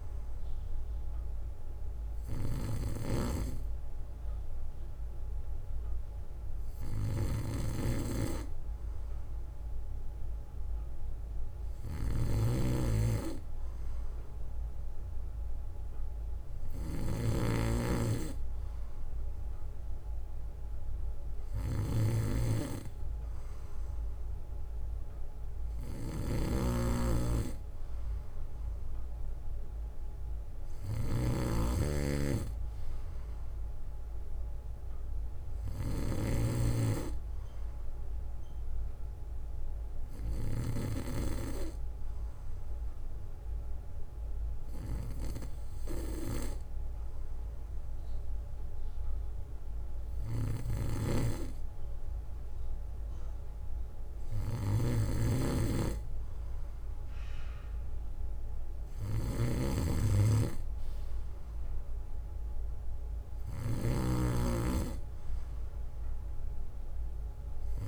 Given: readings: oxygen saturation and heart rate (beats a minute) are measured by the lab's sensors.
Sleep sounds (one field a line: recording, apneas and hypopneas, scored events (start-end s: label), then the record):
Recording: breathing in sleep by a room microphone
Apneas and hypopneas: 1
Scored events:
0.00-36.50 s: snoring (device-marked)
41.00-51.00 s: hypopnea (oxygen 95% before, 92% lowest, heart rate 66 before, 61 extreme, up 10 after)
50.50-67.88 s: snoring (device-marked)
54.00-57.50 s: arousal
From the record:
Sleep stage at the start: N2 (light sleep)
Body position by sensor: on the back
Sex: male